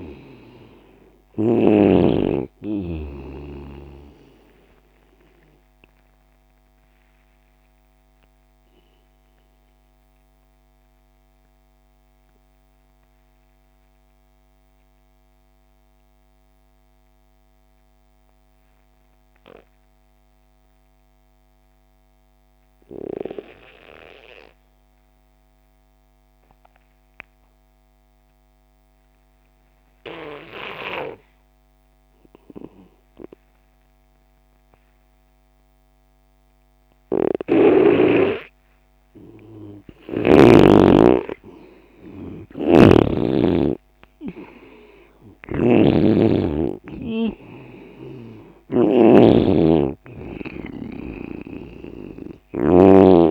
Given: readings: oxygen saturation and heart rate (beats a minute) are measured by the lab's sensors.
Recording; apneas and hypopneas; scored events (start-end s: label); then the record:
breathing in sleep by a microphone on the trachea; 1
0.00-1.50 s: snoring (device-marked)
0.00-22.00 s: oxygen desaturation (device-marked, oxygen 87% lowest)
6.50-39.00 s: obstructive apnea (oxygen 98% before, 85% lowest)
33.00-53.31 s: oxygen desaturation (device-marked, oxygen 98% before, 85% lowest)
41.00-45.00 s: arousal
42.00-52.50 s: snoring (device-marked)
From the record:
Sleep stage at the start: N2 (light sleep); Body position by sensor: on the left side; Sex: male